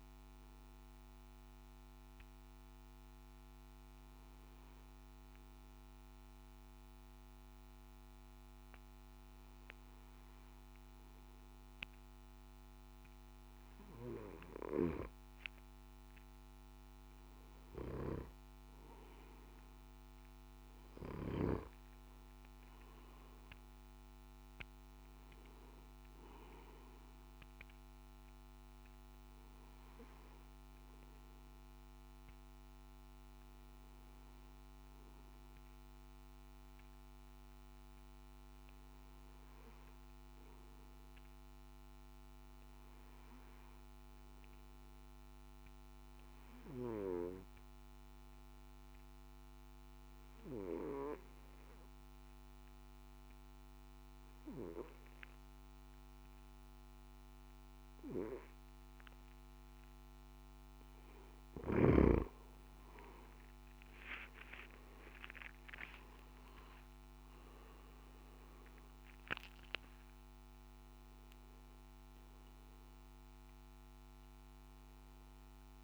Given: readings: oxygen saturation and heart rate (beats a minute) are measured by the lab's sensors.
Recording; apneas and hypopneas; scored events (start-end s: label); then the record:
breathing in sleep by a microphone on the trachea; 2
0.50-17.50 s: obstructive apnea (oxygen 97% before, 91% lowest, heart rate 55 before, 53 extreme, up 3 after)
45.00-60.50 s: obstructive apnea (oxygen 97% before, 88% lowest, heart rate 54 before, 54 extreme, up 10 after)
63.50-75.84 s: oxygen desaturation (device-marked, oxygen 96% before, 88% lowest, heart rate 55 before, 54 extreme)
From the record:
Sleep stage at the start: N3 (deep sleep); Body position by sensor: on the back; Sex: male